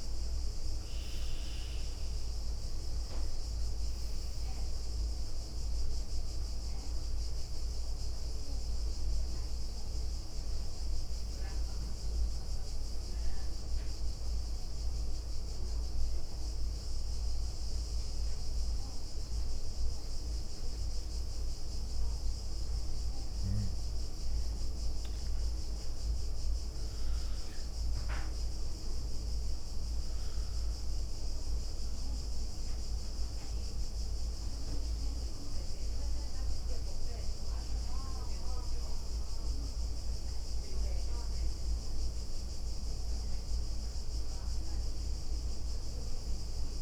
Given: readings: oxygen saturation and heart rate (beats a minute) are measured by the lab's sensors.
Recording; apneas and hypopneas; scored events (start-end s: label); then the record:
breathing in sleep, hard to hear, by a room microphone; none
9.50-15.50 s: leg movement (device-marked)
19.50-28.50 s: leg movement (device-marked)
24.50-30.00 s: arousal
35.00-36.00 s: leg movement (device-marked)
37.50-39.00 s: leg movement (device-marked)
40.50-42.50 s: leg movement (device-marked)
44.50-46.50 s: leg movement (device-marked)
From the record:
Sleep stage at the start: N2 (light sleep); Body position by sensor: on the right side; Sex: female